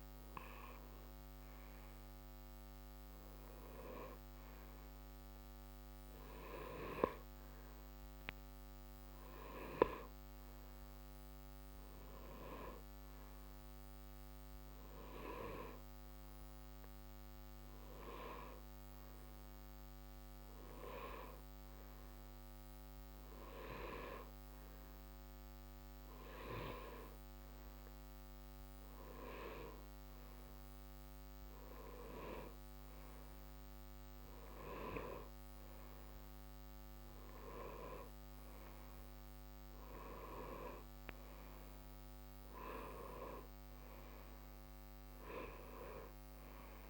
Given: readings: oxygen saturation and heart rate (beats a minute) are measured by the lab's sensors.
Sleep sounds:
breathing in sleep by a microphone on the trachea; none
none scored
From the record:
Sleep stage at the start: N1 (lightest sleep); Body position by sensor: on the right side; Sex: male

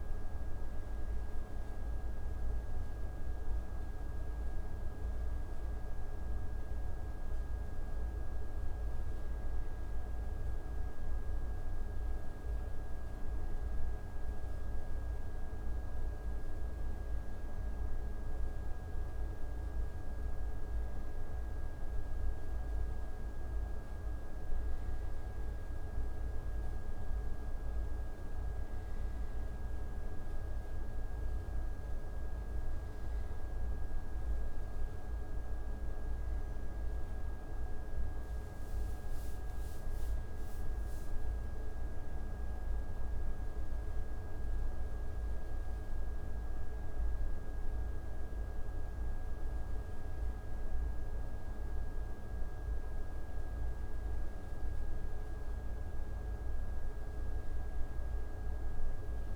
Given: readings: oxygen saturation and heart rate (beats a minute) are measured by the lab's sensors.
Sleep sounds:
breathing in sleep, hard to hear, by a room microphone; none
none scored
From the record:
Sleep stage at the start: N1 (lightest sleep); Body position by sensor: on the right side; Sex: male

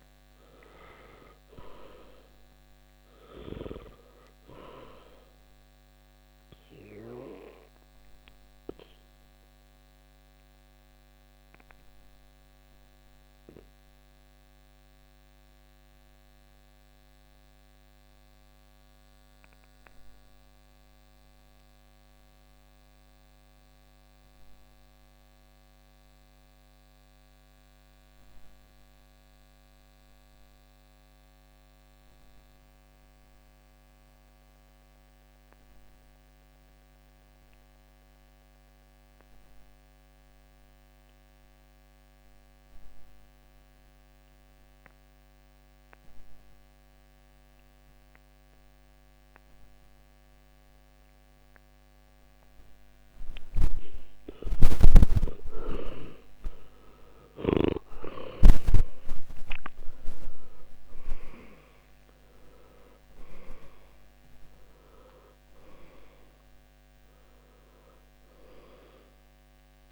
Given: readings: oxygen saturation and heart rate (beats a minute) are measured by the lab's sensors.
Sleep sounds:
breathing in sleep by a microphone on the trachea; 1
0.00-29.00 s: oxygen desaturation (device-marked, oxygen 79% lowest, heart rate 55 extreme)
6.50-53.50 s: obstructive apnea (oxygen 99% before, 76% lowest, heart rate 67 before, 55 extreme, up 21 after)
47.00-69.92 s: oxygen desaturation (device-marked, oxygen 98% before, 76% lowest, heart rate 59 before, 54 extreme)
55.00-59.50 s: arousal
From the record:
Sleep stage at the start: N2 (light sleep); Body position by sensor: on the back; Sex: male

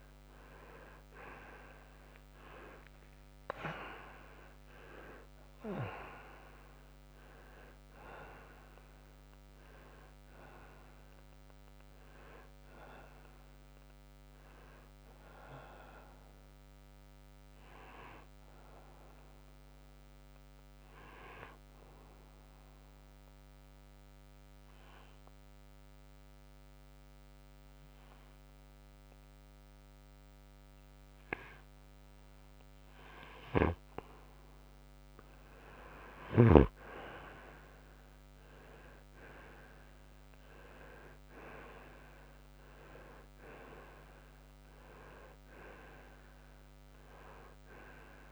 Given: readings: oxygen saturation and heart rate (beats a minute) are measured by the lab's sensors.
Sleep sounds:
breathing in sleep by a microphone on the trachea; 1
3.00-6.50 s: arousal
9.50-16.50 s: oxygen desaturation (device-marked, oxygen 94% before, 91% lowest, heart rate 72 before, 62 extreme)
21.50-33.50 s: obstructive apnea (oxygen 94% before, 90% lowest, heart rate 72 before, 63 extreme, up 8 after)
36.50-41.00 s: arousal
From the record:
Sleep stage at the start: N2 (light sleep); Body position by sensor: on the front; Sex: male

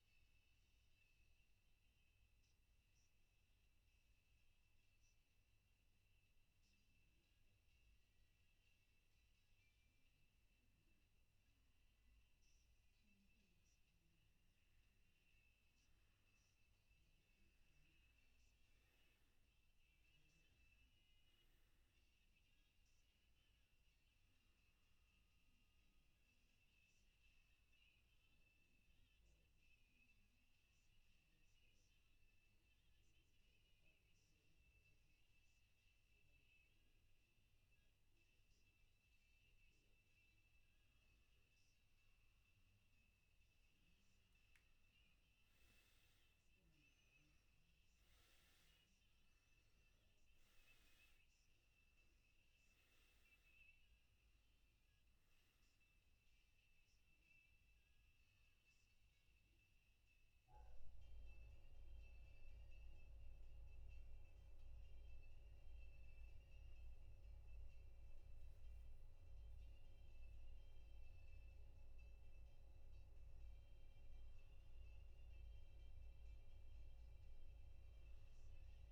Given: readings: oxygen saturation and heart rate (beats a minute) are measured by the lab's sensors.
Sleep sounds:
breathing in sleep, hard to hear, by a room microphone; 3
0.00-17.50 s: oxygen desaturation (device-marked, oxygen 92% lowest, heart rate 60 extreme)
0.50-14.00 s: obstructive apnea (oxygen 95% before, 92% lowest, heart rate 62 before, 60 extreme, up 2 after)
28.50-40.50 s: central apnea (oxygen 96% before, 91% lowest, heart rate 62 before, 60 extreme, up 2 after)
60.50-73.50 s: mixed apnea (oxygen 95% before, 89% lowest, heart rate 61 before, 61 extreme, up 1 after)
From the record:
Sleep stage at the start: N1 (lightest sleep); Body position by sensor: on the back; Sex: male

